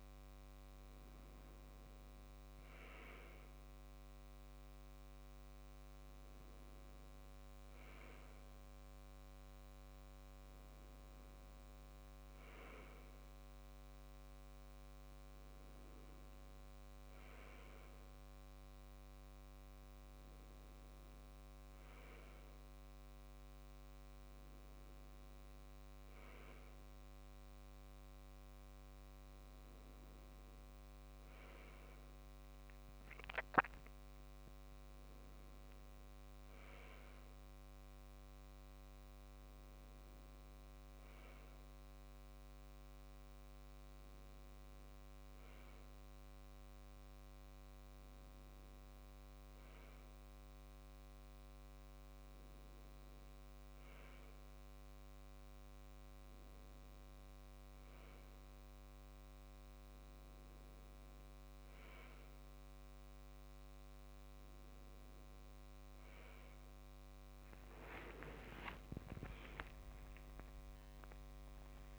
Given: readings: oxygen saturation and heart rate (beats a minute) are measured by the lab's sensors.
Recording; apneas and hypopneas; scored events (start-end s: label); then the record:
a person partly awake in a sleep study, hard to hear, by a microphone on the trachea; none
53.50-71.99 s: new sleep stage, awake
From the record:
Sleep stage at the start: N1 (lightest sleep); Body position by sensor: on the left side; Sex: male